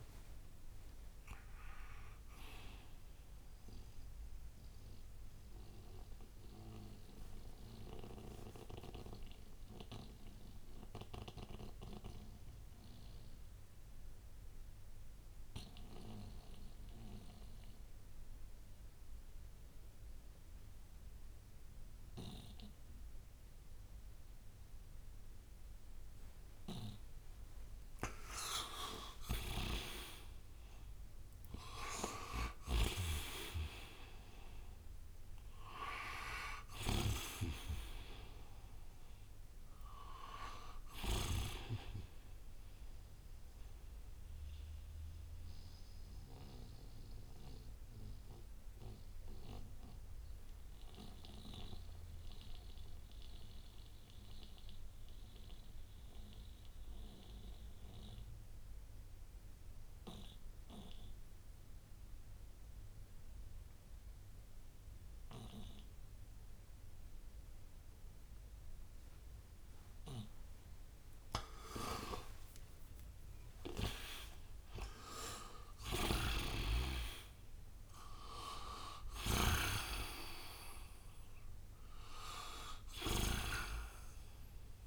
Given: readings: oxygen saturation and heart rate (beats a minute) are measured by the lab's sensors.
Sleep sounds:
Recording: breathing in sleep by a room microphone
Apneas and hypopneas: 2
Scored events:
0.00-12.50 s: oxygen desaturation (device-marked, oxygen 78% lowest, heart rate 59 extreme)
5.00-26.00 s: mixed apnea (oxygen 93% before, 78% lowest, heart rate 69 before, 63 extreme, up 51 after)
28.00-33.00 s: arousal
29.00-41.00 s: snoring (device-marked)
36.50-60.50 s: oxygen desaturation (device-marked, oxygen 97% before, 86% lowest, heart rate 85 before, 62 extreme)
43.50-69.00 s: mixed apnea (oxygen 98% before, 86% lowest, heart rate 83 before, 62 extreme, up 35 after)
72.00-77.00 s: arousal
75.50-83.00 s: snoring (device-marked)
75.50-84.87 s: oxygen desaturation (device-marked, oxygen 98% before, 86% lowest, heart rate 69 before, 59 extreme)
From the record:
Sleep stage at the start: N2 (light sleep)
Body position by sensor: on the right side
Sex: male

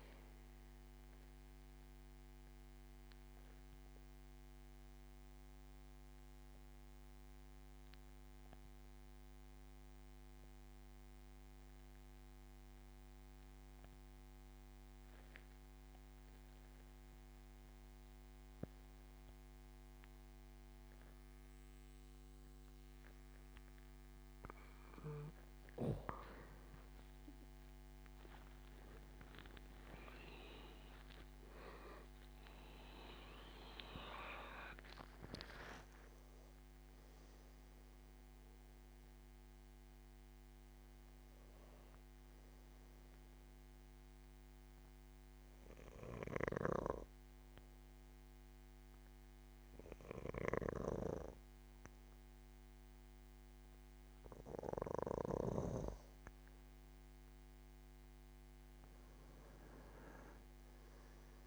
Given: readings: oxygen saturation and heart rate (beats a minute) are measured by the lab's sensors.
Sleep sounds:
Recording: breathing in sleep by a microphone on the trachea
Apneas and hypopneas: 2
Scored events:
1.00-24.50 s: obstructive apnea (oxygen 98% before, 89% lowest, heart rate 81 before, 73 extreme, up 11 after)
22.50-50.50 s: oxygen desaturation (device-marked, oxygen 97% before, 89% lowest, heart rate 79 before, 72 extreme)
27.50-32.50 s: arousal
44.00-56.00 s: hypopnea (oxygen 97% before, 91% lowest, heart rate 85 before, 73 extreme, up 10 after)
46.00-55.50 s: snoring (device-marked)
58.50-61.47 s: arousal
From the record:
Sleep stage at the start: N2 (light sleep)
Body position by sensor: on the back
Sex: male

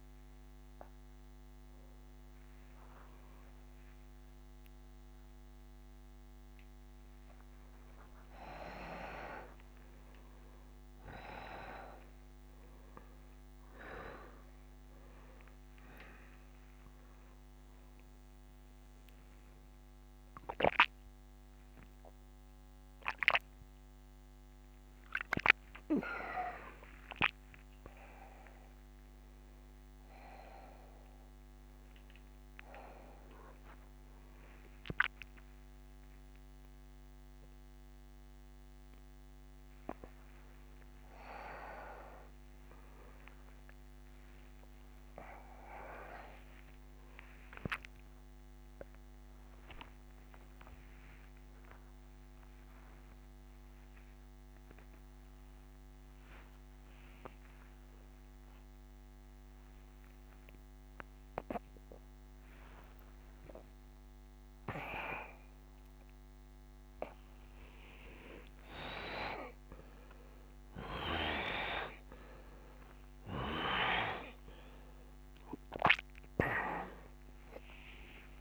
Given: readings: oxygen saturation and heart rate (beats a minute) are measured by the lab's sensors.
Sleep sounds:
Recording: a person awake in a sleep study, by a microphone on the trachea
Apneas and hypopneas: none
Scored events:
18.50-21.50 s: bradycardia (device-marked, heart rate 82 before, 64 extreme)
69.50-74.50 s: bradycardia (device-marked, heart rate 85 before, 55 extreme)
73.50-78.41 s: oxygen desaturation (device-marked, oxygen 95% before, 89% lowest, heart rate 115 before, 57 extreme)
From the record:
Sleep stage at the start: awake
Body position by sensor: upright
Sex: male

